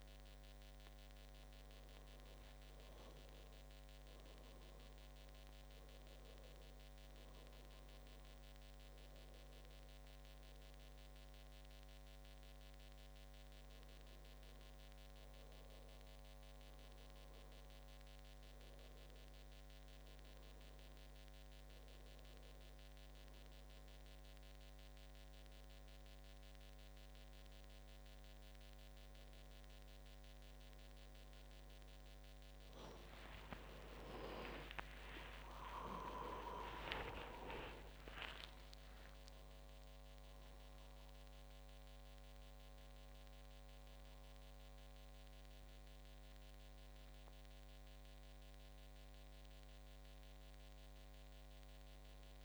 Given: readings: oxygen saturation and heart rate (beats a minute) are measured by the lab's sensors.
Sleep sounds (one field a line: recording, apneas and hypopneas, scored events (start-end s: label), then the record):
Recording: breathing in sleep by a microphone on the trachea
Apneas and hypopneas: none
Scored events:
28.50-52.45 s: new sleep stage, N3 (deep sleep)
34.50-39.50 s: arousal
From the record:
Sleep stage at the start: N2 (light sleep)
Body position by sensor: on the back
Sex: male